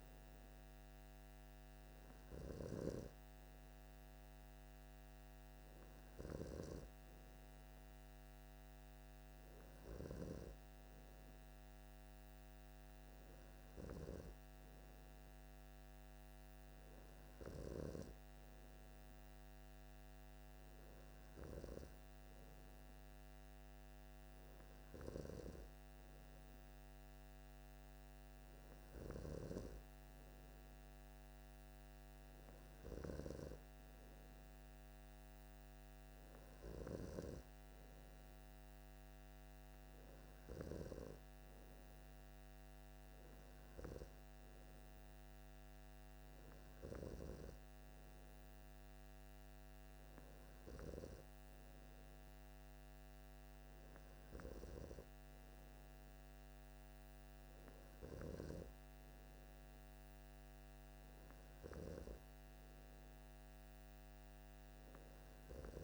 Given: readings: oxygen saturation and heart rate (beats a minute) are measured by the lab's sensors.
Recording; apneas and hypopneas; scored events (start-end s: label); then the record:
breathing in sleep by a microphone on the trachea; none
none scored
From the record:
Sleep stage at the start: N3 (deep sleep); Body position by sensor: on the left side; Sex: male